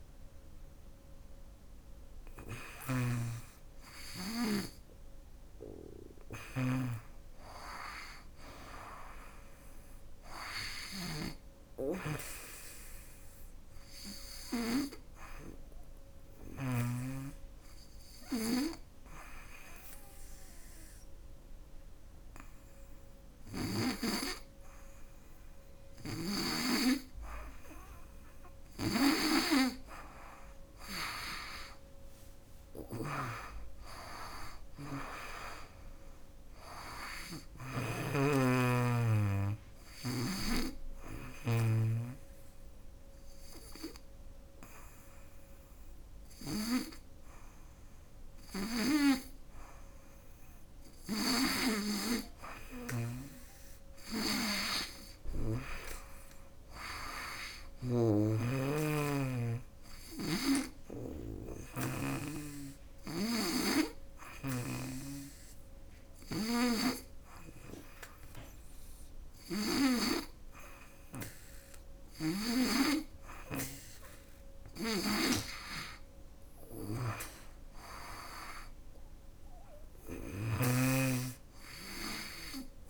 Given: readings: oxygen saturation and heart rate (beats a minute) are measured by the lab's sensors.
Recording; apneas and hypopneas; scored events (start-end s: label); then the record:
breathing in sleep by a room microphone; 3
1.50-16.00 s: snoring (device-marked)
10.50-18.50 s: oxygen desaturation (device-marked, oxygen 97% before, 94% lowest, heart rate 84 before, 78 extreme)
13.50-26.00 s: hypopnea (oxygen 98% before, 94% lowest, heart rate 85 before, 78 extreme, up 10 after)
25.00-37.00 s: snoring (device-marked)
28.00-32.50 s: arousal
28.50-49.50 s: oxygen desaturation (device-marked, oxygen 100% before, 95% lowest, heart rate 82 before, 81 extreme)
39.50-49.50 s: hypopnea (oxygen 100% before, 95% lowest, heart rate 83 before, 81 extreme, up 6 after)
51.00-55.50 s: arousal
51.50-70.50 s: oxygen desaturation (device-marked, oxygen 99% before, 96% lowest, heart rate 85 before, 84 extreme)
57.00-69.00 s: snoring (device-marked)
60.50-73.00 s: hypopnea (oxygen 99% before, 93% lowest, heart rate 84 before, 81 extreme, up 5 after)
71.00-80.00 s: snoring (device-marked)
81.00-82.90 s: arousal
From the record:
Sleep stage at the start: N2 (light sleep); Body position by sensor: on the back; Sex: female